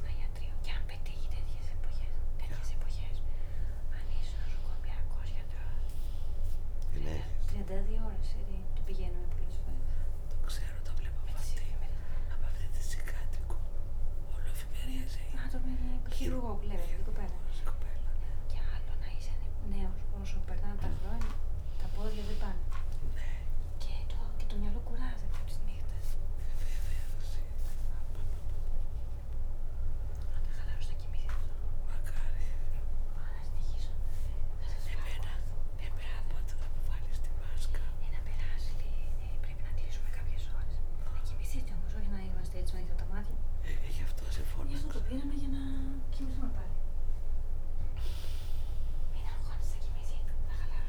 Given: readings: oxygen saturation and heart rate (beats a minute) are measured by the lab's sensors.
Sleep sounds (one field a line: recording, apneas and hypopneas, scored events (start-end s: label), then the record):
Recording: a person awake in a sleep study, by a room microphone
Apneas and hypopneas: none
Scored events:
none scored
From the record:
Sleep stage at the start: awake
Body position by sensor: on the back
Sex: female